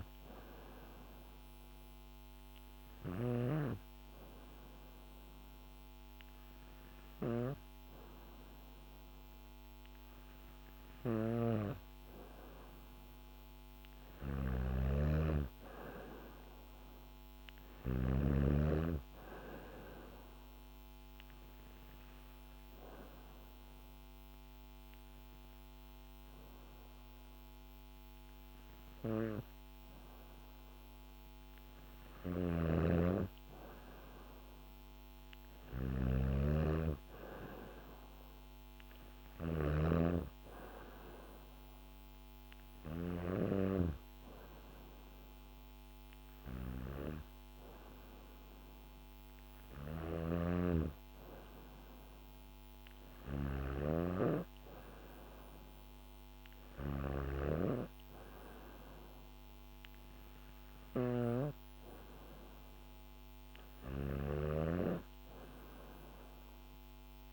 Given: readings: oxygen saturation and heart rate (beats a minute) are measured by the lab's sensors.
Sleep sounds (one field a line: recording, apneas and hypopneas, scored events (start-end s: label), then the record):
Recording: breathing in sleep by a microphone on the trachea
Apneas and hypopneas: 2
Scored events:
0.00-5.50 s: oxygen desaturation (device-marked, oxygen 92% lowest, heart rate 66 extreme)
0.00-17.50 s: snoring (device-marked)
0.50-12.00 s: hypopnea (oxygen 95% before, 92% lowest, heart rate 70 before, 66 extreme, up 3 after)
13.50-17.00 s: arousal
20.00-31.50 s: obstructive apnea (oxygen 95% before, 92% lowest, heart rate 67 before, 69 extreme, up 1 after)
31.50-42.50 s: snoring (device-marked)
35.00-39.00 s: arousal
49.00-61.00 s: snoring (device-marked)
63.00-67.33 s: snoring (device-marked)
From the record:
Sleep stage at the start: N2 (light sleep)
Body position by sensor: on the back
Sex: female